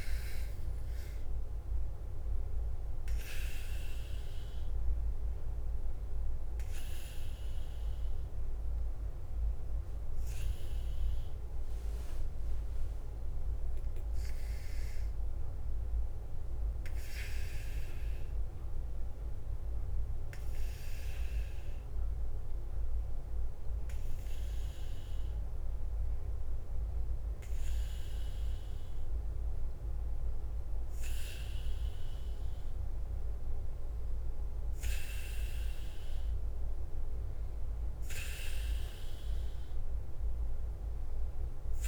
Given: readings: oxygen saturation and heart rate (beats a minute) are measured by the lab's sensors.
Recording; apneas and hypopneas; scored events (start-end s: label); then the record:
breathing in sleep by a room microphone; 1
0.00-41.88 s: bradycardia (device-marked, heart rate 42 extreme)
7.50-11.00 s: arousal
14.50-30.50 s: hypopnea (oxygen 98% before, 94% lowest, heart rate 50 before, 48 extreme, up 2 after)
33.00-36.00 s: arousal
From the record:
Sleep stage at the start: N2 (light sleep); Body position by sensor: on the back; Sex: male